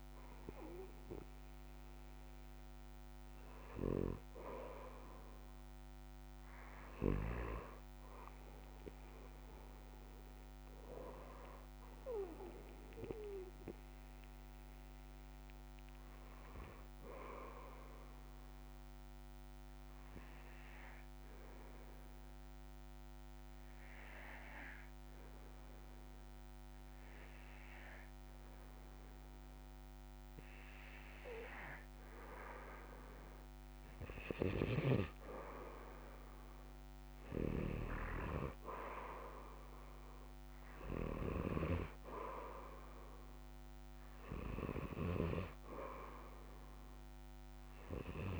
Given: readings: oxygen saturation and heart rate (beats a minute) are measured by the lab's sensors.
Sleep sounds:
breathing in sleep by a microphone on the trachea; 1
19.50-33.50 s: hypopnea (oxygen 97% before, 94% lowest, heart rate 63 before, 61 extreme, up 8 after)
38.00-41.50 s: arousal
From the record:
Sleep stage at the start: N2 (light sleep); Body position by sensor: on the back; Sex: male

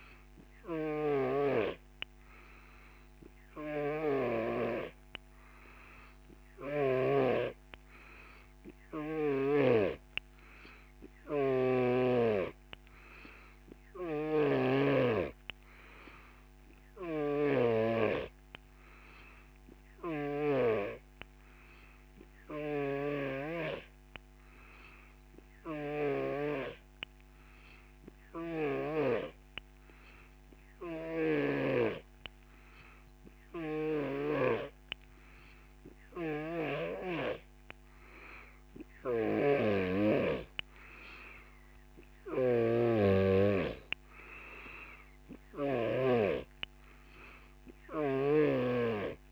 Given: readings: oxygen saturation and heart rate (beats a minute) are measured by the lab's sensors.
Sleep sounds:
breathing in sleep by a microphone on the trachea; none
0.50-7.00 s: snoring (device-marked)
14.00-20.50 s: snoring (device-marked)
22.50-29.00 s: snoring (device-marked)
36.00-46.00 s: snoring (device-marked)
48.00-49.32 s: snoring (device-marked)
From the record:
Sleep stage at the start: N3 (deep sleep); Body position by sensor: on the back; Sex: male

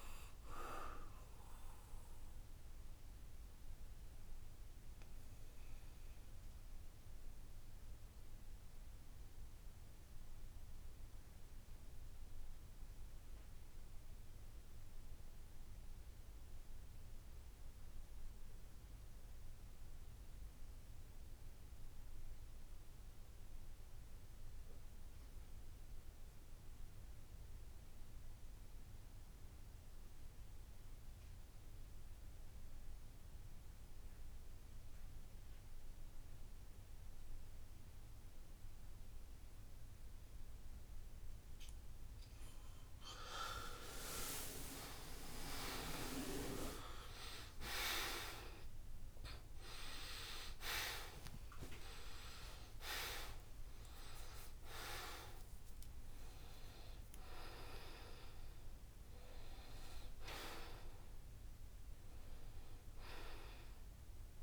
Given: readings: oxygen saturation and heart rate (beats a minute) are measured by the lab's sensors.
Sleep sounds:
breathing in sleep by a room microphone; 1
0.00-12.50 s: oxygen desaturation (device-marked, oxygen 85% lowest, heart rate 66 extreme)
3.00-41.50 s: obstructive apnea (oxygen 94% before, 82% lowest, heart rate 71 before, 66 extreme, up 16 after)
24.50-64.43 s: oxygen desaturation (device-marked, oxygen 97% before, 82% lowest, heart rate 67 before, 68 extreme)
43.50-48.50 s: arousal
44.50-46.50 s: long interval between heartbeats (device-marked, heart rate 70 before, 83 extreme)
61.50-63.50 s: long interval between heartbeats (device-marked, heart rate 78 before, 71 extreme)
From the record:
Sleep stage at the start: N2 (light sleep); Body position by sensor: on the back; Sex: male

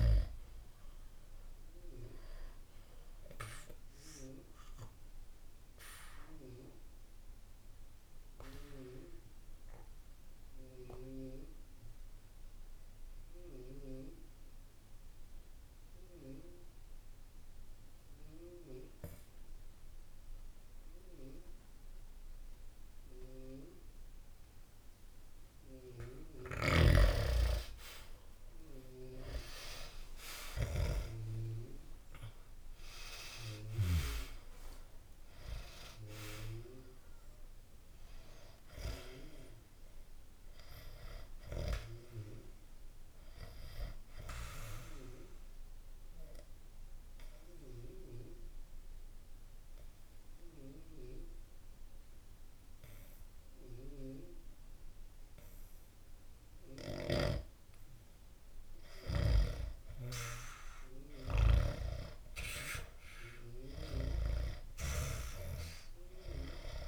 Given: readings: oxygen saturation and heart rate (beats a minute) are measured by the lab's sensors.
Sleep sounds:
breathing in sleep by a room microphone; 2
0.00-9.50 s: oxygen desaturation (device-marked, oxygen 89% lowest, heart rate 62 extreme)
2.50-26.00 s: obstructive apnea (oxygen 98% before, 89% lowest, heart rate 65 before, 62 extreme, up 5 after)
11.50-19.50 s: oxygen desaturation (device-marked, oxygen 92% before, 89% lowest, heart rate 69 before, 62 extreme)
26.00-30.50 s: snoring (device-marked)
28.00-32.00 s: arousal
32.50-55.50 s: oxygen desaturation (device-marked, oxygen 98% before, 90% lowest, heart rate 65 before, 64 extreme)
44.00-59.00 s: obstructive apnea (oxygen 98% before, 88% lowest, heart rate 66 before, 64 extreme, up 0 after)
61.00-65.00 s: arousal
From the record:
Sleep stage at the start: N2 (light sleep); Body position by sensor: on the back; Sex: male

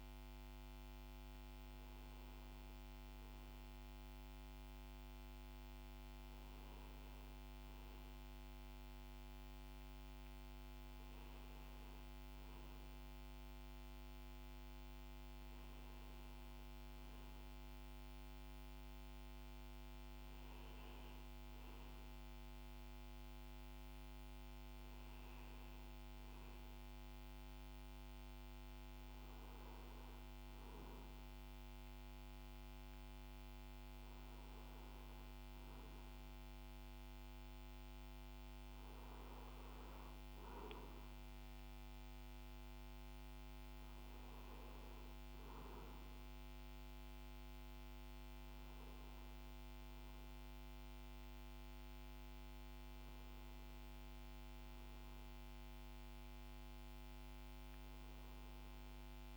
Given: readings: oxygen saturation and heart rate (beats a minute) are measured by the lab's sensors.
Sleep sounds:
breathing in sleep, hard to hear, by a microphone on the trachea; none
none scored
From the record:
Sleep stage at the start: REM sleep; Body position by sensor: on the back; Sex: male

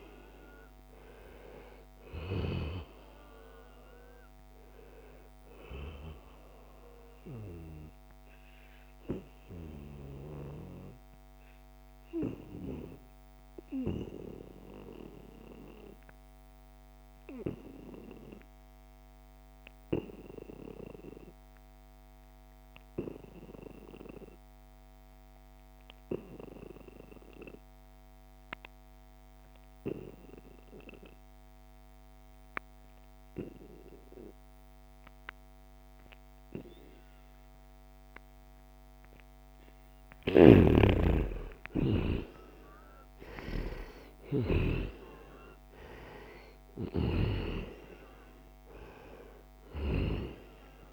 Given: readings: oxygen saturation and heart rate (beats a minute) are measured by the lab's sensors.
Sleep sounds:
breathing in sleep by a microphone on the trachea; 1
0.00-16.50 s: oxygen desaturation (device-marked, oxygen 88% lowest, heart rate 69 extreme)
8.00-40.50 s: obstructive apnea (oxygen 96% before, 88% lowest, heart rate 76 before, 69 extreme, up 7 after)
38.50-50.93 s: oxygen desaturation (device-marked, oxygen 96% before, 89% lowest, heart rate 72 before, 70 extreme)
41.50-46.50 s: arousal
From the record:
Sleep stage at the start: N2 (light sleep); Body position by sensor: on the right side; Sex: male

